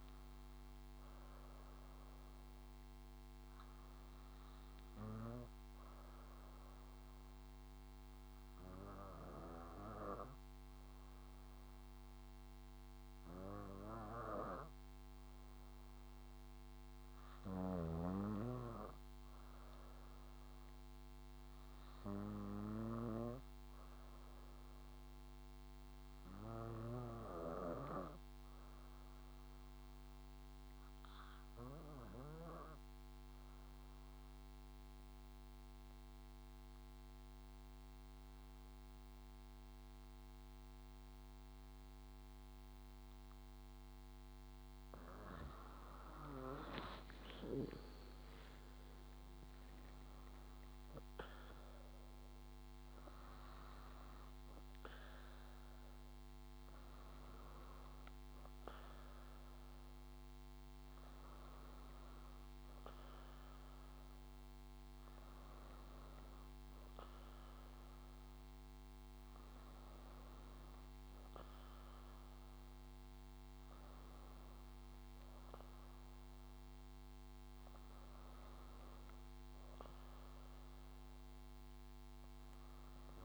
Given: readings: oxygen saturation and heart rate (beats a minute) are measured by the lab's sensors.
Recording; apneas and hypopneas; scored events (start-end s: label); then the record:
breathing in sleep by a microphone on the trachea; 2
0.00-1.00 s: arousal
5.00-16.50 s: obstructive apnea (oxygen 98% before, 90% lowest, heart rate 63 before, 58 extreme, up 6 after)
18.00-27.50 s: snoring (device-marked)
20.50-24.50 s: arousal
29.50-45.50 s: oxygen desaturation (device-marked, oxygen 97% before, 94% lowest, heart rate 63 before, 58 extreme)
30.00-45.00 s: obstructive apnea (oxygen 98% before, 90% lowest, heart rate 63 before, 58 extreme, up 16 after)
47.00-52.00 s: arousal
65.50-73.50 s: oxygen desaturation (device-marked, oxygen 94% before, 90% lowest, heart rate 70 before, 58 extreme)
From the record:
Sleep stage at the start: N2 (light sleep); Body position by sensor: on the back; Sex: female